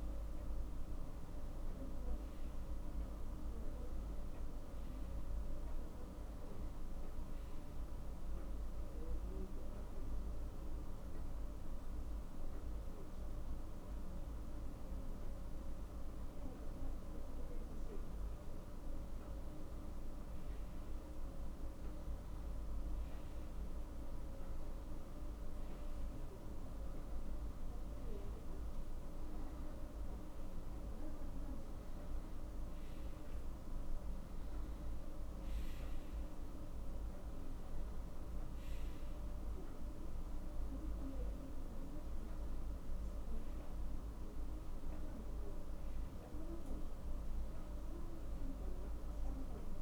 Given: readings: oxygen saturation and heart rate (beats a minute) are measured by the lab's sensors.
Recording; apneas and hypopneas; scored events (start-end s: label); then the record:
a person awake in a sleep study, hard to hear, by a room microphone; none
none scored
From the record:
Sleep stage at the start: awake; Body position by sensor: on the back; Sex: male